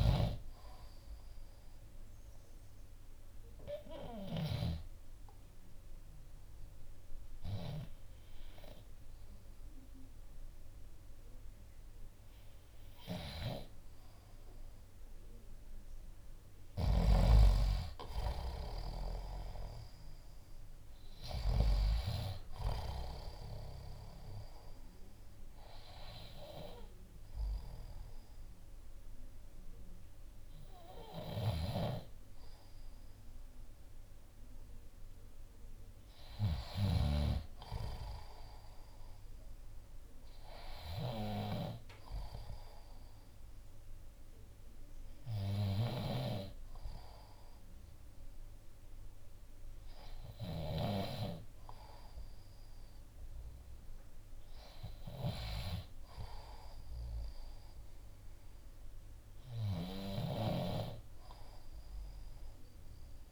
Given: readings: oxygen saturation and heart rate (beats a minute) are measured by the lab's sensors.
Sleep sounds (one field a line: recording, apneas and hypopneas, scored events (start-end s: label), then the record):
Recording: breathing in sleep by a room microphone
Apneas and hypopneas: 1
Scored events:
0.00-4.50 s: snoring (device-marked)
1.50-16.00 s: hypopnea (oxygen 94% before, 89% lowest, heart rate 59 before, 56 extreme, up 8 after)
18.50-21.00 s: arousal
31.00-37.00 s: snoring (device-marked)
32.50-46.50 s: oxygen desaturation (device-marked, oxygen 93% before, 89% lowest, heart rate 61 before, 61 extreme)
45.50-50.50 s: snoring (device-marked)
60.00-63.31 s: snoring (device-marked)
From the record:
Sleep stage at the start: N2 (light sleep)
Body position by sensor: on the left side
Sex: male